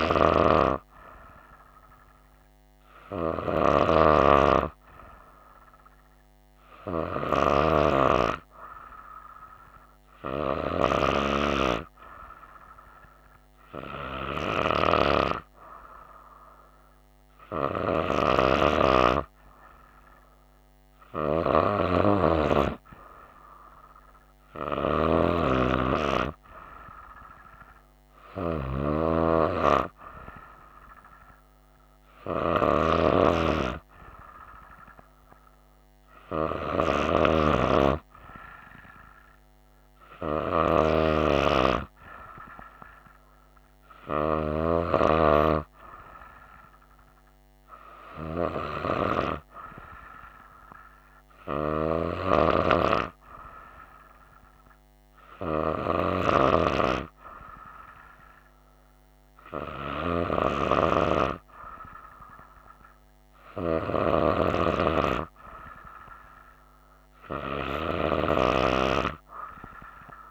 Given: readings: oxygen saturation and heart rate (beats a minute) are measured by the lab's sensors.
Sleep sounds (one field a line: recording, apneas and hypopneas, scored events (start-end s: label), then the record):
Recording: breathing in sleep by a microphone on the trachea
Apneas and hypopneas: none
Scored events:
none scored
From the record:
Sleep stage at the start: N2 (light sleep)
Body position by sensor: on the right side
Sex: female